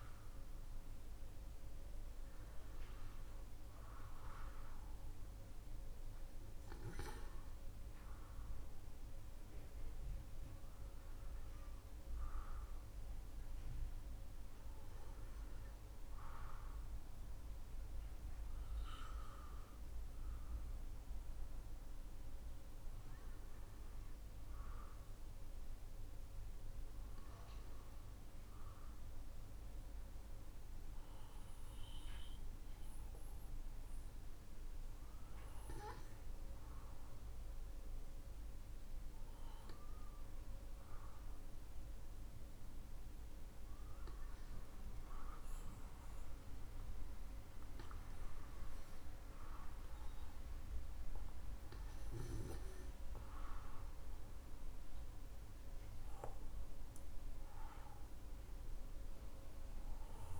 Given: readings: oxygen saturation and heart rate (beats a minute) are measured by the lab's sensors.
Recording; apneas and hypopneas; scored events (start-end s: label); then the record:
a person awake in a sleep study, by a room microphone; none
none scored
From the record:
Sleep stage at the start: awake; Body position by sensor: on the back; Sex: male